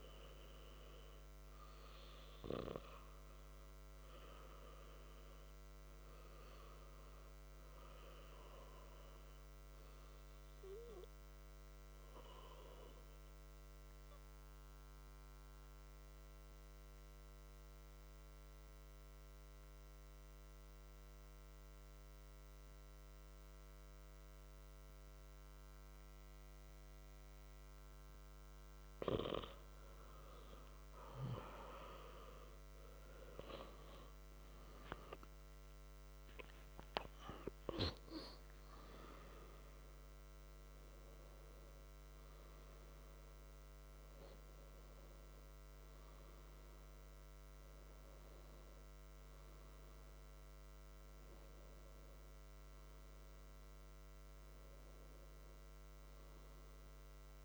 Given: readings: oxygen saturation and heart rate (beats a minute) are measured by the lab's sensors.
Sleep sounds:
breathing in sleep by a microphone on the trachea; 1
13.50-28.50 s: obstructive apnea (oxygen 96% before, 92% lowest, heart rate 65 before, 62 extreme, up 5 after)
30.50-35.50 s: arousal
From the record:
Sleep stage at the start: N2 (light sleep); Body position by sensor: on the back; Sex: male

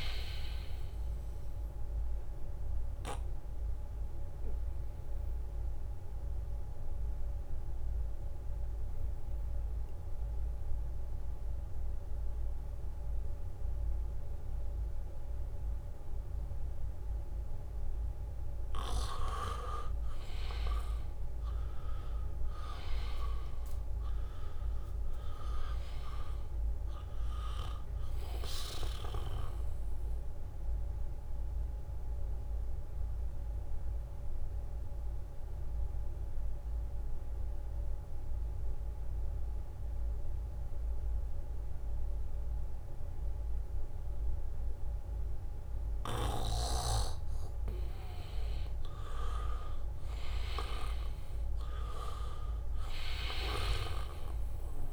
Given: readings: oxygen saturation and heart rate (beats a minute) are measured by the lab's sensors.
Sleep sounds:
breathing in sleep by a room microphone; 2
0.00-13.00 s: oxygen desaturation (device-marked, oxygen 83% lowest, heart rate 74 extreme)
3.50-19.50 s: obstructive apnea (oxygen 98% before, 83% lowest, heart rate 76 before, 76 extreme, up 0 after)
23.50-27.50 s: arousal
24.00-40.00 s: oxygen desaturation (device-marked, oxygen 98% before, 83% lowest, heart rate 80 before, 75 extreme)
31.50-47.50 s: obstructive apnea (oxygen 98% before, 83% lowest, heart rate 79 before, 75 extreme)
46.00-54.92 s: oxygen desaturation (device-marked, oxygen 98% before, 84% lowest, heart rate 79 before, 74 extreme)
49.00-53.00 s: arousal
52.00-54.00 s: leg movement (device-marked)
From the record:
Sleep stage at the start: N2 (light sleep); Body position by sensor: on the back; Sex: male

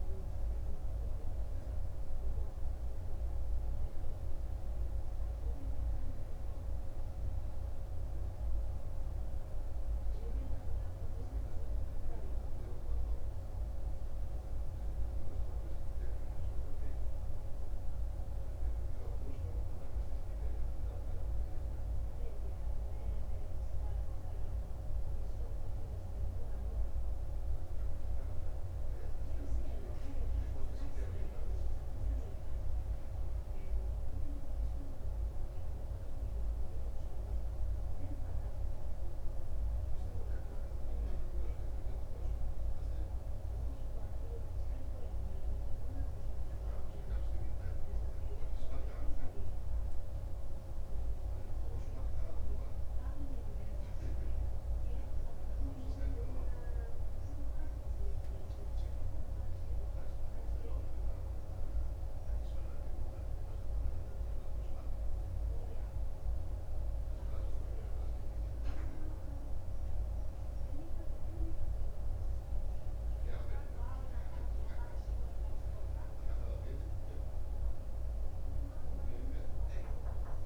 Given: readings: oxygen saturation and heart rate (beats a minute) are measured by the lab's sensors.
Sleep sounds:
breathing in sleep, hard to hear, by a room microphone; none
none scored
From the record:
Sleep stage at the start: N2 (light sleep); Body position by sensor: on the right side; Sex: male

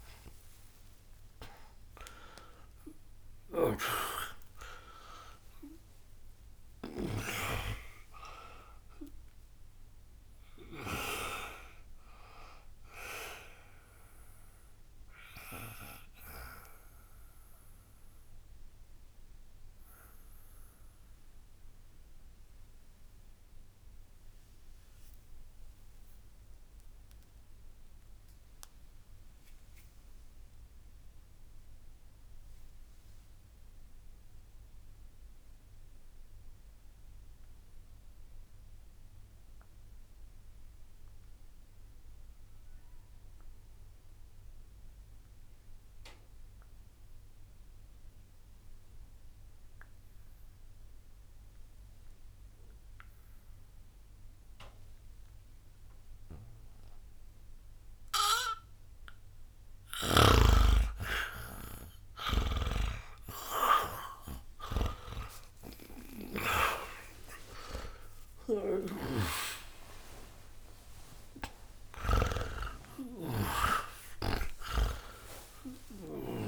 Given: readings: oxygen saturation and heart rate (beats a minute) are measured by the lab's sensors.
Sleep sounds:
breathing in sleep by a room microphone; 1
0.00-3.50 s: snoring (device-marked)
0.00-35.00 s: oxygen desaturation (device-marked, oxygen 80% lowest, heart rate 60 extreme)
6.50-12.00 s: arousal
15.00-60.00 s: obstructive apnea (oxygen 96% before, 79% lowest, heart rate 114 before, 60 extreme)
30.00-76.48 s: new sleep stage, N2 (light sleep)
53.00-76.48 s: oxygen desaturation (device-marked, oxygen 98% before, 79% lowest, heart rate 61 before, 60 extreme)
62.00-68.50 s: snoring (device-marked)
63.00-68.00 s: arousal
From the record:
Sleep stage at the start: N1 (lightest sleep); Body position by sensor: on the back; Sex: male

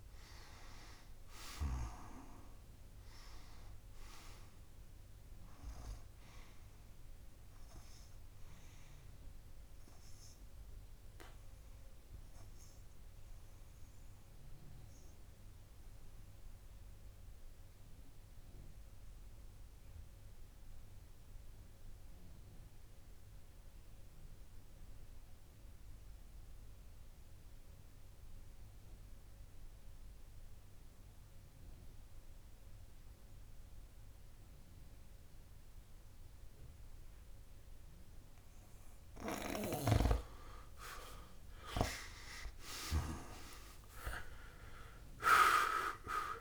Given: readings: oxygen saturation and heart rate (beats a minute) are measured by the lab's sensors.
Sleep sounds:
breathing in sleep by a room microphone; 1
10.50-39.50 s: obstructive apnea (oxygen 98% before, 91% lowest)
18.50-26.50 s: oxygen desaturation (device-marked, oxygen 95% before, 92% lowest)
40.50-46.41 s: oxygen desaturation (device-marked, oxygen 99% before, 91% lowest)
41.00-44.00 s: arousal
From the record:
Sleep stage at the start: N2 (light sleep); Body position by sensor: on the back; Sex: male

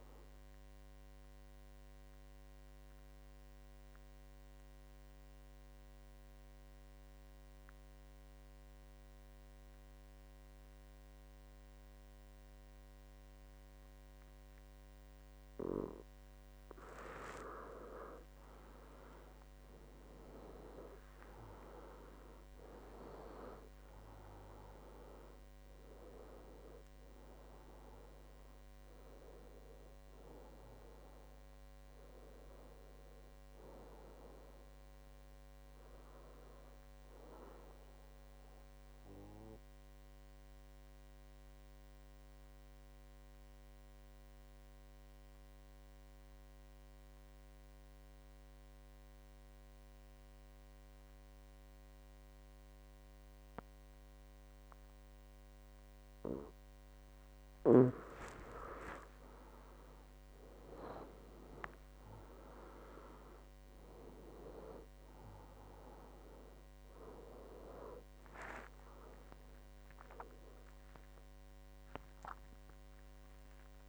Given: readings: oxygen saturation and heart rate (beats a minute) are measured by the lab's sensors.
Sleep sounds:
breathing in sleep by a microphone on the trachea; 2
0.00-7.50 s: oxygen desaturation (device-marked, oxygen 93% lowest, heart rate 62 extreme)
1.00-15.50 s: obstructive apnea (oxygen 98% before, 91% lowest, heart rate 74 before, 62 extreme, up 14 after)
18.00-21.00 s: arousal
20.50-41.50 s: oxygen desaturation (device-marked, oxygen 98% before, 92% lowest, heart rate 67 before, 62 extreme)
21.50-23.50 s: long interval between heartbeats (device-marked, heart rate 66 before, 75 extreme)
39.00-57.50 s: obstructive apnea (oxygen 98% before, 91% lowest, heart rate 75 before, 62 extreme, up 17 after)
58.50-62.00 s: arousal
60.50-73.89 s: oxygen desaturation (device-marked, oxygen 98% before, 91% lowest, heart rate 64 before, 66 extreme)
From the record:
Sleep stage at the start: N2 (light sleep); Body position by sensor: on the back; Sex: male

